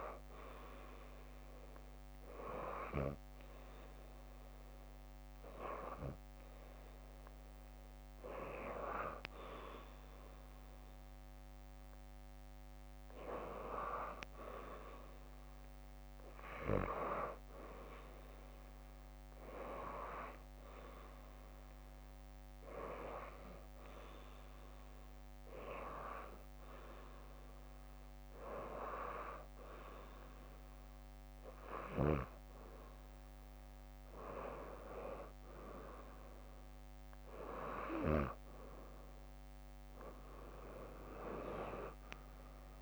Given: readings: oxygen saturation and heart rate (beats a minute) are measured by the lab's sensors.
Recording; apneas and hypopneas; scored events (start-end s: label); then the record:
breathing in sleep by a microphone on the trachea; none
11.50-22.50 s: bradycardia (device-marked, heart rate 63 before, 56 extreme)
30.50-32.50 s: bradycardia (device-marked, heart rate 63 before, 62 extreme)
31.00-33.00 s: leg movement (device-marked)
40.00-42.82 s: arousal
From the record:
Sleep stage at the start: REM sleep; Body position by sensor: on the back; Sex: female